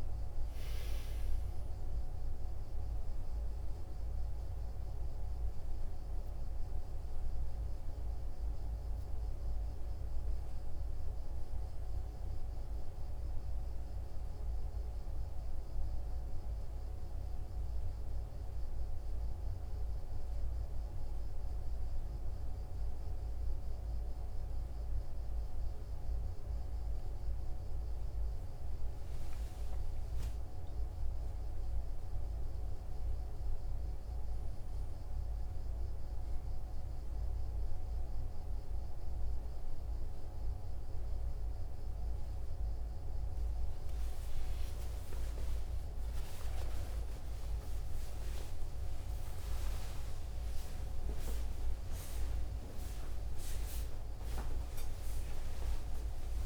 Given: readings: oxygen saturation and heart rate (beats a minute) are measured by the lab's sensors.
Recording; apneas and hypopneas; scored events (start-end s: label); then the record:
a person awake in a sleep study, hard to hear, by a room microphone; none
none scored
From the record:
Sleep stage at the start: awake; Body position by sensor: on the right side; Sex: male